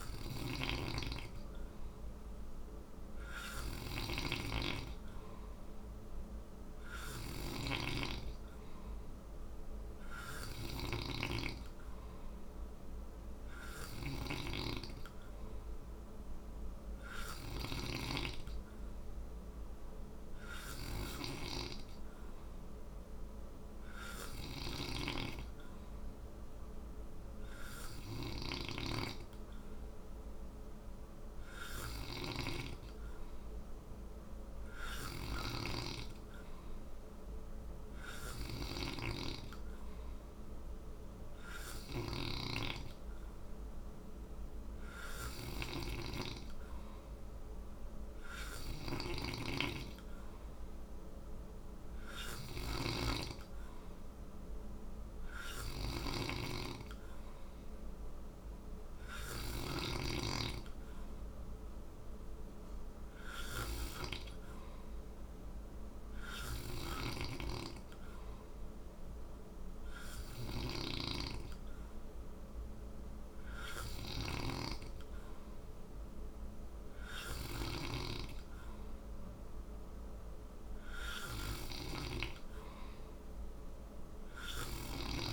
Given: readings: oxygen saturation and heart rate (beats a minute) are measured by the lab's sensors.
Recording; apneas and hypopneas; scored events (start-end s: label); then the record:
breathing in sleep by a room microphone; none
0.00-59.00 s: snoring (device-marked)
66.00-85.33 s: snoring (device-marked)
From the record:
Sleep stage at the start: N2 (light sleep); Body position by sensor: on the right side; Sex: male